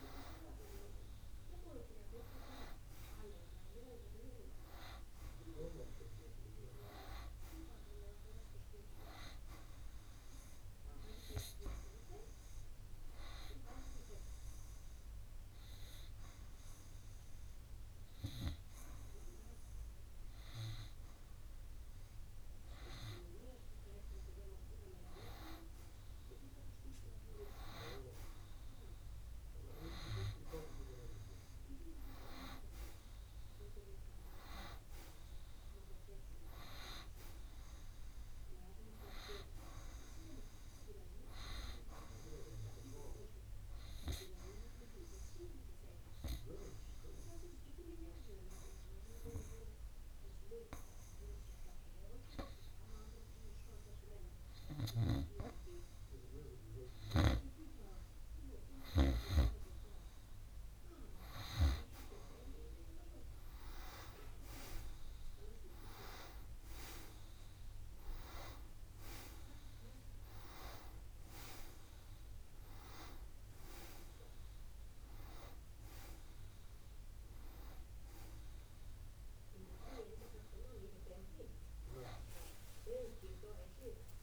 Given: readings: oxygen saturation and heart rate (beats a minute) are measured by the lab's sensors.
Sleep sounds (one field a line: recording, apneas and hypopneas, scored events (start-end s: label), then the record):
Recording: breathing in sleep by a room microphone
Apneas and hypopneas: 2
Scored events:
0.50-4.00 s: arousal
13.50-24.00 s: hypopnea (oxygen 95% before, 93% lowest, heart rate 57 before, 55 extreme, up 2 after)
26.50-30.00 s: arousal
45.50-58.00 s: hypopnea (oxygen 95% before, 91% lowest, heart rate 57 before, 52 extreme, up 1 after)
64.50-69.00 s: arousal
From the record:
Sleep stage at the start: N2 (light sleep)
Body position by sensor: on the back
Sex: male